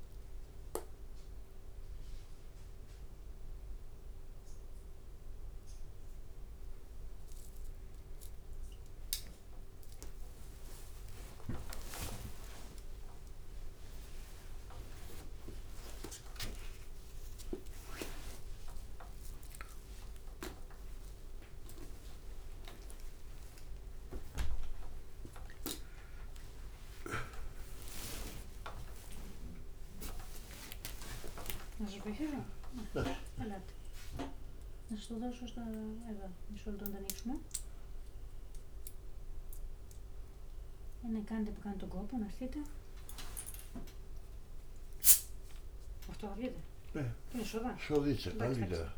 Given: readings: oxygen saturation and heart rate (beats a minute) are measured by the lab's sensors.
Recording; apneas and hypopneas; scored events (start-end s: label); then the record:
a person awake in a sleep study, by a room microphone; none
7.50-32.50 s: tachycardia (device-marked, heart rate 76 before, 208 extreme)
8.00-10.00 s: long interval between heartbeats (device-marked, heart rate 85 before, 73 extreme)
11.00-13.00 s: long interval between heartbeats (device-marked, heart rate 85 before, 109 extreme)
13.00-15.00 s: long interval between heartbeats (device-marked, heart rate 88 before, 123 extreme)
15.00-17.00 s: long interval between heartbeats (device-marked, heart rate 90 before, 136 extreme)
15.50-26.50 s: drop in pulse transit time (device-marked, heart rate 91 before, 138 extreme)
17.50-19.50 s: long interval between heartbeats (device-marked, heart rate 94 before, 156 extreme)
21.00-23.00 s: long interval between heartbeats (device-marked, heart rate 105 before, 154 extreme)
25.00-27.00 s: long interval between heartbeats (device-marked, heart rate 123 before, 175 extreme)
27.50-29.50 s: long interval between heartbeats (device-marked, heart rate 141 before, 198 extreme)
30.00-32.00 s: long interval between heartbeats (device-marked, heart rate 154 before, 187 extreme)
32.00-34.00 s: long interval between heartbeats (device-marked, heart rate 163 before, 186 extreme)
32.50-48.98 s: oxygen desaturation (device-marked, oxygen 99% before, 95% lowest, heart rate 167 before, 34 extreme)
36.00-38.00 s: long interval between heartbeats (device-marked, heart rate 171 before, 99 extreme)
38.00-40.00 s: long interval between heartbeats (device-marked, heart rate 167 before, 70 extreme)
40.50-48.50 s: drop in pulse transit time (device-marked, heart rate 154 before, 47 extreme)
41.50-43.50 s: long interval between heartbeats (device-marked, heart rate 149 before, 81 extreme)
44.50-48.98 s: bradycardia (device-marked, heart rate 80 before, 34 extreme)
From the record:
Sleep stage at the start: awake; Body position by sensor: on the right side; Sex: male